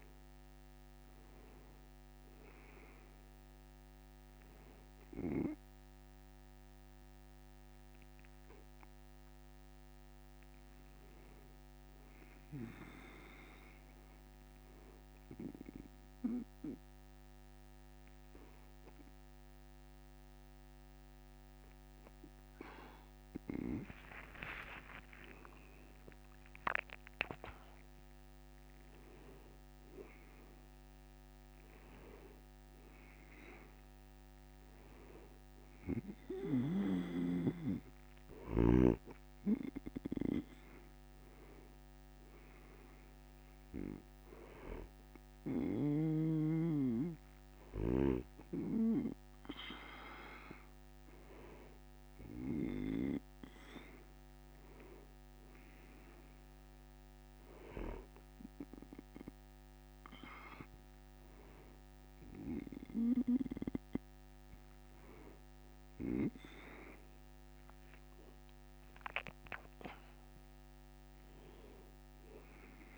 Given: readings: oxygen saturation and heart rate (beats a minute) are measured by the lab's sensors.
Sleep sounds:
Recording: a person partly awake in a sleep study, by a microphone on the trachea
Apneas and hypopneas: none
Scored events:
7.00-37.00 s: new sleep stage, N1 (lightest sleep)
23.00-26.50 s: arousal
37.00-72.98 s: new sleep stage, N2 (light sleep)
67.50-71.00 s: arousal
From the record:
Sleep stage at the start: awake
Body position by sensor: on the back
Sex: male

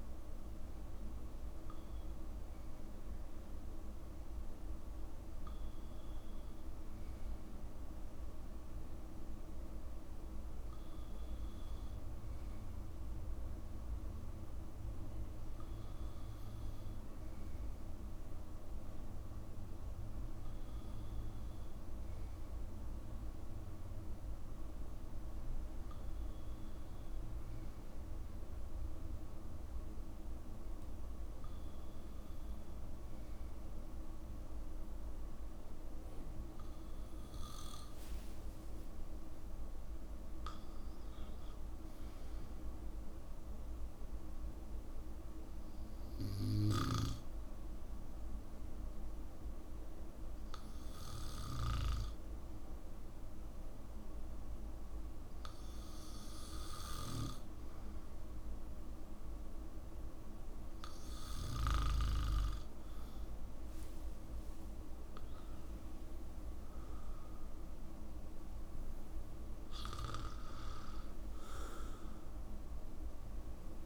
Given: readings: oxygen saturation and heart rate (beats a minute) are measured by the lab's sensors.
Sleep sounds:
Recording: breathing in sleep, hard to hear, by a room microphone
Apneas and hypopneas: 1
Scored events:
38.00-40.00 s: long interval between heartbeats (device-marked, heart rate 64 before, 88 extreme)
38.00-41.00 s: arousal
44.00-57.50 s: hypopnea (oxygen 95% before, 92% lowest, heart rate 72 before, 59 extreme, up 10 after)
64.50-68.50 s: arousal
From the record:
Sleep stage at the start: N2 (light sleep)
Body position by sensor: on the back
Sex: male

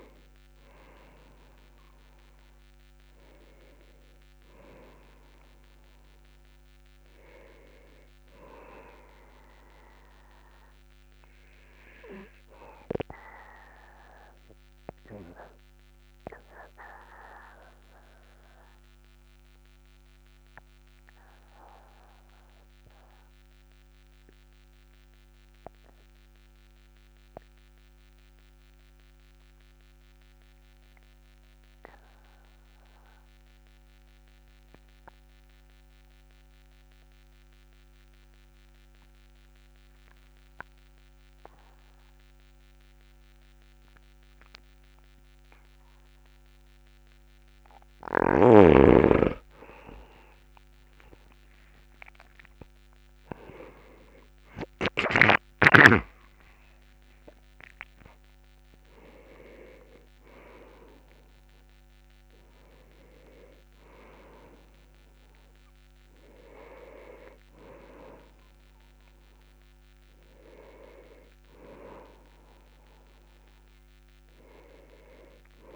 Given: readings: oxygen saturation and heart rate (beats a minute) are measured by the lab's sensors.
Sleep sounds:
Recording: breathing in sleep by a microphone on the trachea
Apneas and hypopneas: 1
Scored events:
13.00-47.00 s: mixed apnea (oxygen 99% before, 93% lowest, heart rate 47 before, 36 extreme, up 21 after)
19.00-30.00 s: oxygen desaturation (device-marked, oxygen 98% before, 95% lowest, heart rate 47 before, 36 extreme)
51.50-57.00 s: arousal
From the record:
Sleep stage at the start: N2 (light sleep)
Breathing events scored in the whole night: 175 in 2.9 hours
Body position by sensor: on the back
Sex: male

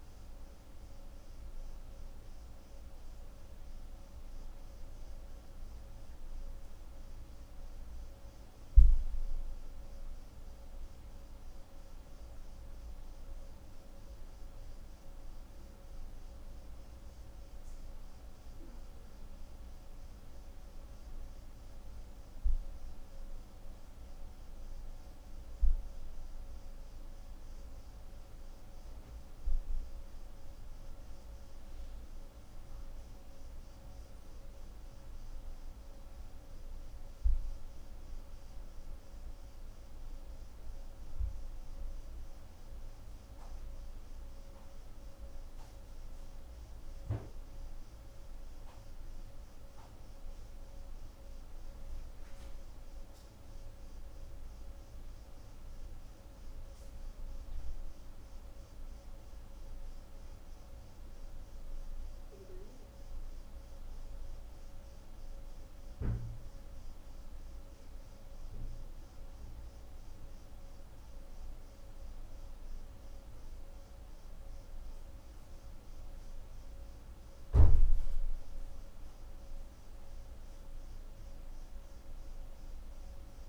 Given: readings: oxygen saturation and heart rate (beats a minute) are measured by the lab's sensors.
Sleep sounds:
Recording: a person awake in a sleep study, hard to hear, by a room microphone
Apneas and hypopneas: none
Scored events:
62.50-83.49 s: new sleep stage, N1 (lightest sleep)
From the record:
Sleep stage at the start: awake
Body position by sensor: on the right side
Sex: female

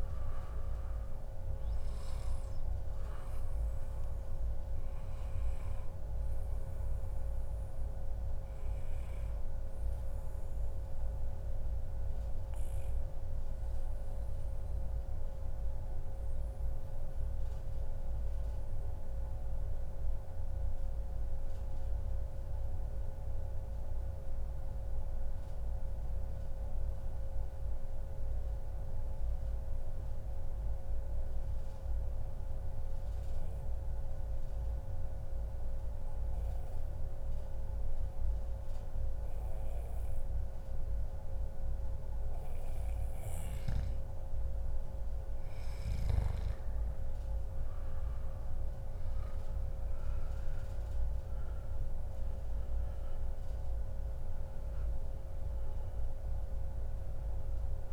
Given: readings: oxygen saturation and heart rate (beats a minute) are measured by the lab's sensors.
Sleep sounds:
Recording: breathing in sleep, hard to hear, by a room microphone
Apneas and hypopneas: 1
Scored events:
0.00-6.50 s: oxygen desaturation (device-marked, oxygen 93% lowest, heart rate 112 extreme)
8.00-44.50 s: obstructive apnea (oxygen 97% before, 92% lowest, heart rate 133 before, 98 extreme, up 32 after)
45.50-47.50 s: long interval between heartbeats (device-marked, heart rate 115 before, 114 extreme)
45.50-57.93 s: oxygen desaturation (device-marked, oxygen 98% before, 92% lowest, heart rate 115 before, 98 extreme)
47.50-52.00 s: arousal
From the record:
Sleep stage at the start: N2 (light sleep)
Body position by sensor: on the back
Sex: male

